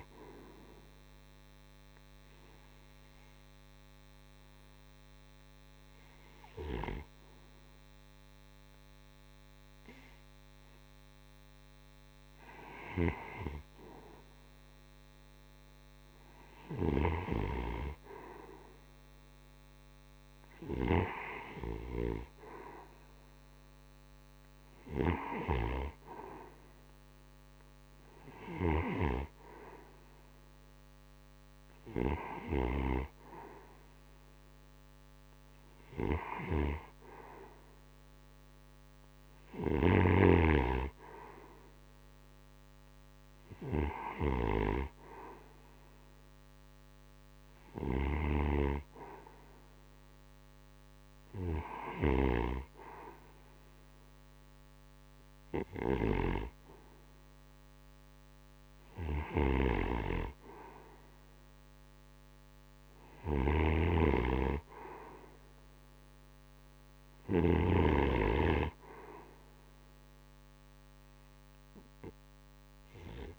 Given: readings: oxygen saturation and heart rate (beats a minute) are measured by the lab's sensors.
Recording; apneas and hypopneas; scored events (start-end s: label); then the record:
breathing in sleep by a microphone on the trachea; 2
1.50-20.50 s: oxygen desaturation (device-marked, oxygen 92% before, 83% lowest)
2.00-13.00 s: obstructive apnea (oxygen 92% before, 81% lowest)
16.00-20.00 s: arousal
25.50-40.50 s: oxygen desaturation (device-marked, oxygen 87% before, 81% lowest)
27.50-32.00 s: snoring (device-marked)
43.00-46.00 s: arousal
47.00-51.50 s: snoring (device-marked)
48.50-59.50 s: hypopnea (oxygen 88% before, 85% lowest, heart rate 44 before, 30 extreme, up 30 after)
62.50-67.00 s: snoring (device-marked)
63.50-73.39 s: new sleep stage, N2 (light sleep)
From the record:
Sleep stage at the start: REM sleep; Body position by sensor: on the right side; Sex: male